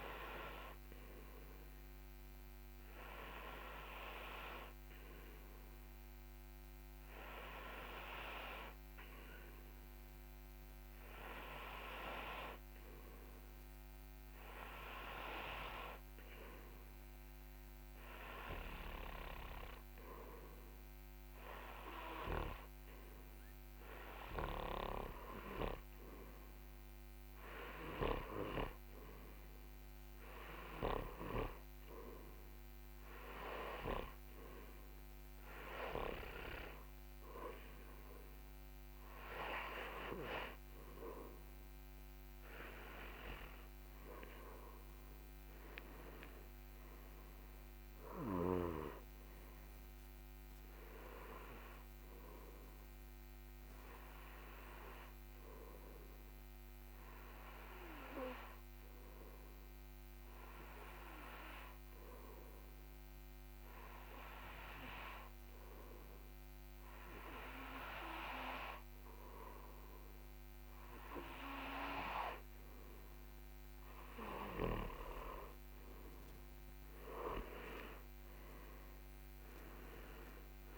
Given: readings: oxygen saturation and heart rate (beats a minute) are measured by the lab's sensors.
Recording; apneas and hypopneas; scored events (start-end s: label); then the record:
breathing in sleep by a microphone on the trachea; 2
2.50-22.00 s: hypopnea (oxygen 95% before, 91% lowest)
24.00-27.00 s: arousal
47.50-50.50 s: arousal
55.00-74.00 s: obstructive apnea (oxygen 94% before, 91% lowest)
From the record:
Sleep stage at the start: N2 (light sleep); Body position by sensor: on the front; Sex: male